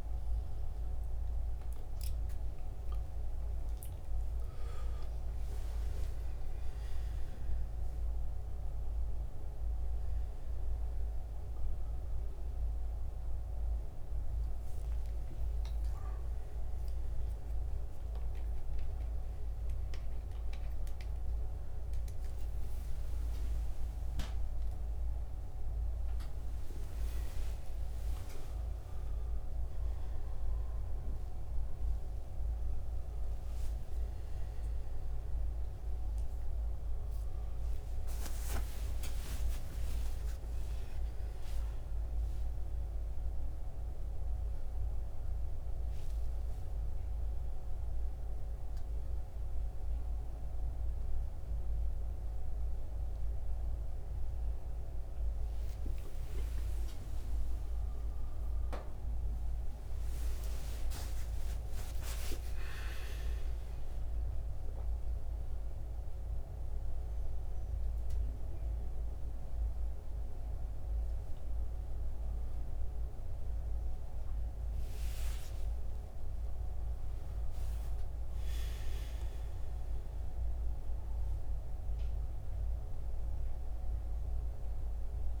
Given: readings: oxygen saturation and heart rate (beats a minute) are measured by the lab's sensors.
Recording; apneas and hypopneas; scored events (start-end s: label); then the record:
a person awake in a sleep study, hard to hear, by a room microphone; none
62.50-79.50 s: oxygen desaturation (device-marked, oxygen 94% before, 89% lowest, heart rate 75 before, 69 extreme)
From the record:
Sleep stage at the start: awake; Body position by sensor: on the back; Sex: male